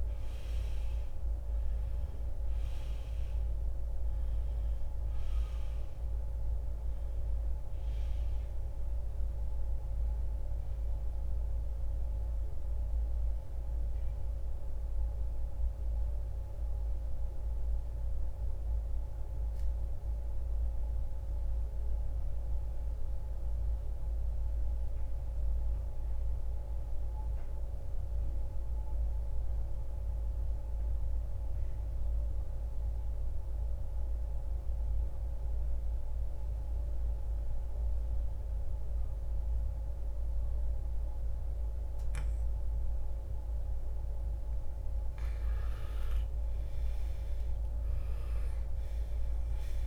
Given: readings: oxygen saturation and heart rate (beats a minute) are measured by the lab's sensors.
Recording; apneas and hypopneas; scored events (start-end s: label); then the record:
breathing in sleep, hard to hear, by a room microphone; 1
0.00-27.00 s: oxygen desaturation (device-marked, oxygen 82% lowest, heart rate 58 extreme)
15.00-45.00 s: mixed apnea (oxygen 94% before, 82% lowest, heart rate 84 before, 58 extreme, up 25 after)
46.50-49.87 s: arousal
48.00-49.87 s: oxygen desaturation (device-marked, oxygen 98% before, 86% lowest, heart rate 67 before, 58 extreme)
From the record:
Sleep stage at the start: N2 (light sleep); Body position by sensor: on the right side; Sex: male